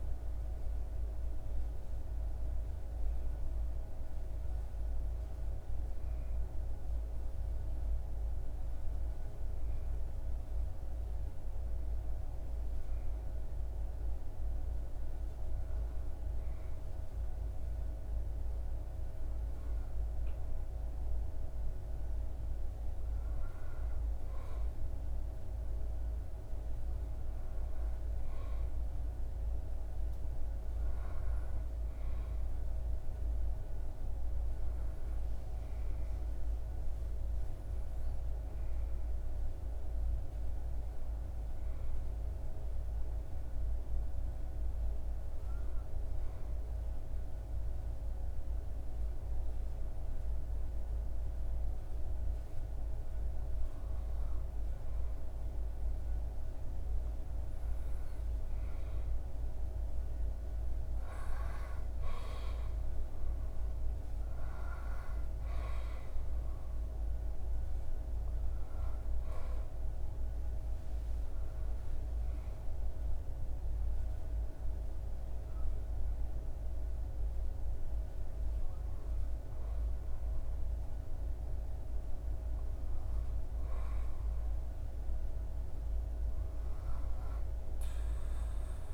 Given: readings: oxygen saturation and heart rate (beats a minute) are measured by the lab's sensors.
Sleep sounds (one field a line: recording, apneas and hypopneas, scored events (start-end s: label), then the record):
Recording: breathing in sleep, hard to hear, by a room microphone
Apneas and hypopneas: 3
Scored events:
15.00-25.50 s: hypopnea (oxygen 99% before, 94% lowest, heart rate 81 before, 72 extreme, up 3 after)
28.50-32.50 s: arousal
42.00-55.50 s: obstructive apnea (oxygen 98% before, 94% lowest, heart rate 78 before, 72 extreme, up 7 after)
63.50-74.50 s: oxygen desaturation (device-marked, oxygen 97% before, 94% lowest, heart rate 75 before, 76 extreme)
72.50-84.00 s: hypopnea (oxygen 97% before, 95% lowest, heart rate 77 before, 76 extreme, up 6 after)
86.50-88.94 s: arousal
From the record:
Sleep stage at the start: N2 (light sleep)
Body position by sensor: on the back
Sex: male